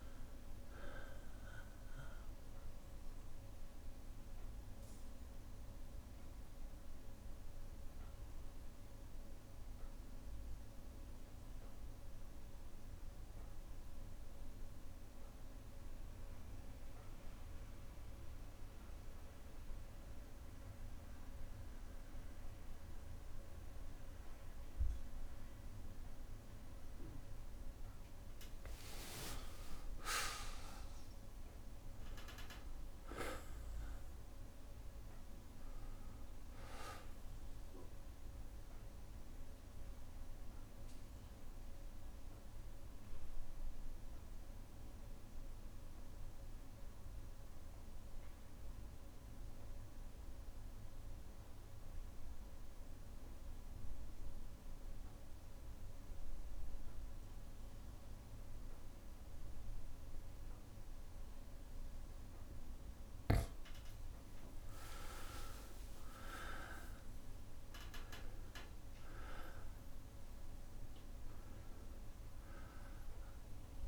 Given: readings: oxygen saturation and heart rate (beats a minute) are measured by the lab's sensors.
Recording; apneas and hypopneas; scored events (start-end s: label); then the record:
breathing in sleep by a room microphone; 2
0.00-16.00 s: oxygen desaturation (device-marked, oxygen 93% lowest, heart rate 60 extreme)
4.00-26.50 s: obstructive apnea (oxygen 98% before, 93% lowest, heart rate 63 before, 60 extreme, up 23 after)
28.50-33.00 s: arousal
29.50-31.50 s: long interval between heartbeats (device-marked, heart rate 61 before, 81 extreme)
30.00-52.00 s: oxygen desaturation (device-marked, oxygen 99% before, 93% lowest, heart rate 62 before, 60 extreme)
40.50-61.50 s: obstructive apnea (oxygen 99% before, 93% lowest, heart rate 69 before, 60 extreme, up 5 after)
63.50-67.50 s: arousal
68.00-73.87 s: oxygen desaturation (device-marked, oxygen 99% before, 93% lowest, heart rate 61 before, 61 extreme)
From the record:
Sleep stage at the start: N2 (light sleep); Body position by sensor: on the back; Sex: male